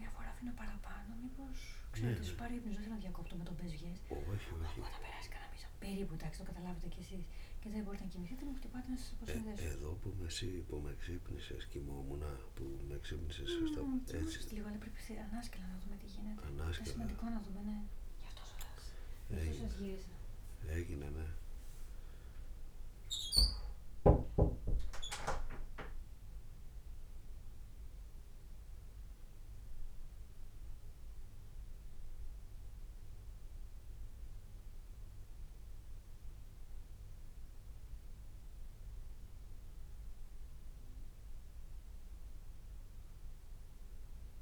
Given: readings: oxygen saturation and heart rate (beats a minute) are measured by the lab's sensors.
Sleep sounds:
a person partly awake in a sleep study, by a room microphone; none
3.50-12.50 s: snoring (device-marked)
8.00-10.00 s: long interval between heartbeats (device-marked, heart rate 87 before, 87 extreme)
9.50-44.42 s: new sleep stage, N1 (lightest sleep)
From the record:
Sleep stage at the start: awake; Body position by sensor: on the back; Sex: male

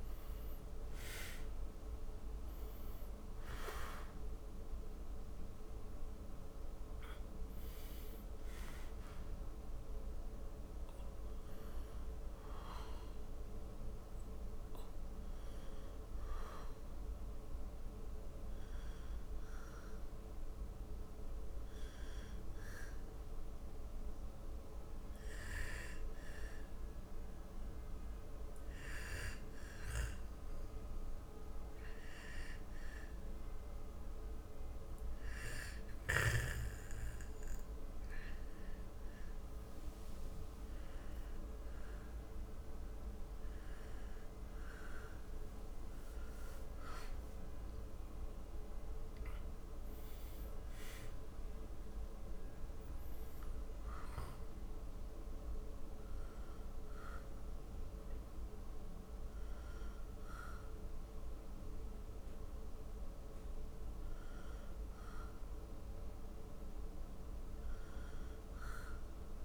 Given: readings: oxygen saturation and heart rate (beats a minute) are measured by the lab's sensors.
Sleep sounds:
breathing in sleep, hard to hear, by a room microphone; 1
19.50-40.50 s: hypopnea (oxygen 99% before, 94% lowest, heart rate 90 before, 71 extreme, up 11 after)
43.00-48.50 s: arousal
From the record:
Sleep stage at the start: N2 (light sleep); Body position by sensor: on the back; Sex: male

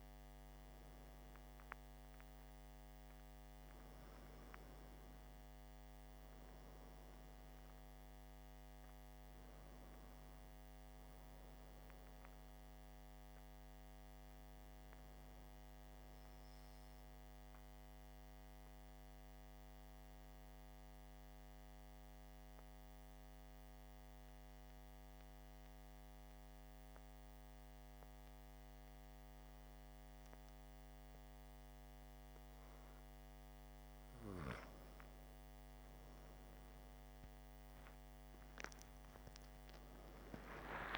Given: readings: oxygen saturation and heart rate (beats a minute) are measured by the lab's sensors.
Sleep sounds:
breathing in sleep, hard to hear, by a microphone on the trachea; 1
19.50-34.50 s: hypopnea (oxygen 94% before, 95% lowest, heart rate 56 before, 53 extreme)
38.00-40.98 s: tachycardia (device-marked, heart rate 58 before, 148 extreme)
38.50-40.98 s: arousal
From the record:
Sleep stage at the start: N2 (light sleep); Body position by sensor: on the back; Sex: male

